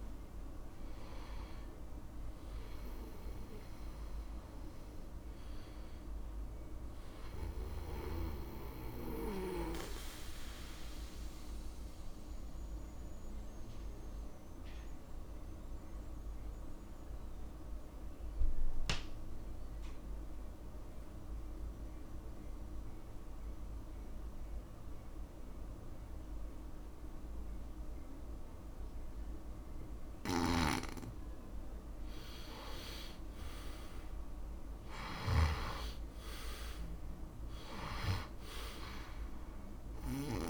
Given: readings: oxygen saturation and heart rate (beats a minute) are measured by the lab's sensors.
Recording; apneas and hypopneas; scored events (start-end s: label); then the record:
breathing in sleep by a room microphone; 1
0.00-17.00 s: oxygen desaturation (device-marked, oxygen 87% lowest, heart rate 58 extreme)
10.50-31.50 s: mixed apnea (oxygen 98% before, 88% lowest, heart rate 67 before, 58 extreme, up 0 after)
31.00-36.00 s: snoring (device-marked)
33.00-36.50 s: arousal
37.00-40.50 s: oxygen desaturation (device-marked, oxygen 100% before, 89% lowest, heart rate 64 before, 62 extreme)
From the record:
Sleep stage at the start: N2 (light sleep); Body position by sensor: on the back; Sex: male